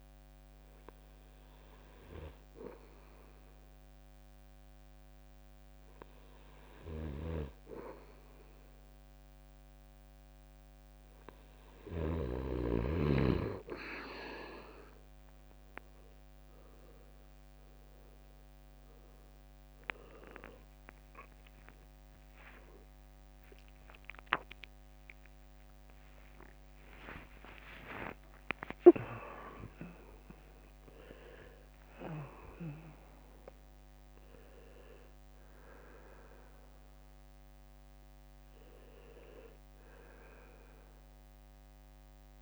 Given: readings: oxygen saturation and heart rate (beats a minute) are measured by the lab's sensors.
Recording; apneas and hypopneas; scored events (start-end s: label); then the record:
breathing in sleep by a microphone on the trachea; none
6.50-12.00 s: snoring (device-marked)
17.50-28.50 s: drop in pulse transit time (device-marked, heart rate 68 before, 73 extreme)
21.00-27.00 s: arousal
27.00-29.00 s: long interval between heartbeats (device-marked, heart rate 72 before, 85 extreme)
From the record:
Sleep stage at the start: N2 (light sleep); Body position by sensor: on the right side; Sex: male